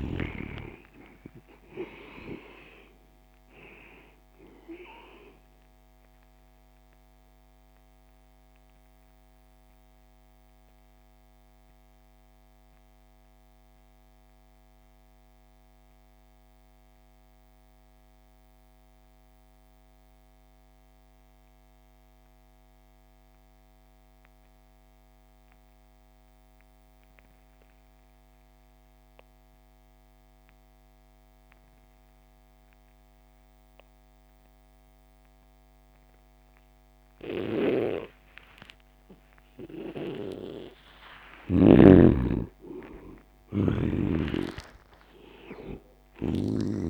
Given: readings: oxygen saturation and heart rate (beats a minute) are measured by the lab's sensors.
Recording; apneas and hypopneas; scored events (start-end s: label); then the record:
breathing in sleep by a microphone on the trachea; 1
0.00-22.00 s: oxygen desaturation (device-marked, oxygen 68% lowest)
6.50-39.50 s: mixed apnea (oxygen 97% before, 68% lowest)
36.00-46.90 s: oxygen desaturation (device-marked, oxygen 98% before, 75% lowest)
41.00-45.50 s: arousal
From the record:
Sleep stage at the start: N2 (light sleep); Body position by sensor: on the back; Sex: male